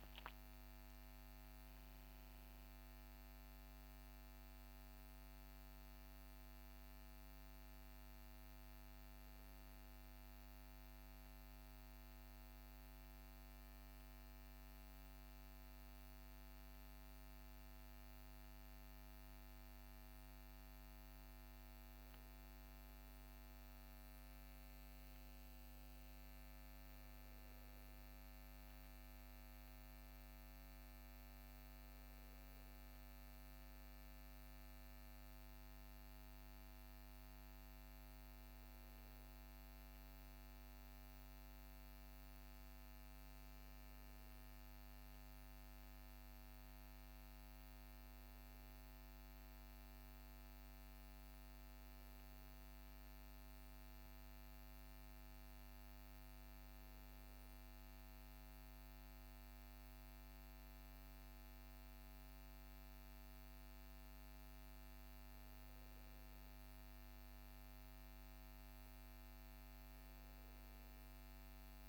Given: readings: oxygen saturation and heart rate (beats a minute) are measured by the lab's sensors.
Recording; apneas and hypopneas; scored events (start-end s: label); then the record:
a person partly awake in a sleep study, hard to hear, by a microphone on the trachea; 1
4.50-71.89 s: new sleep stage, N1 (lightest sleep)
12.50-22.50 s: central apnea (oxygen 98% before, 93% lowest, heart rate 71 before, 67 extreme, up 6 after)
24.50-28.00 s: arousal
28.50-36.50 s: oxygen desaturation (device-marked, oxygen 96% before, 93% lowest, heart rate 68 before, 67 extreme)
From the record:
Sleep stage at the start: awake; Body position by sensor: on the back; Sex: male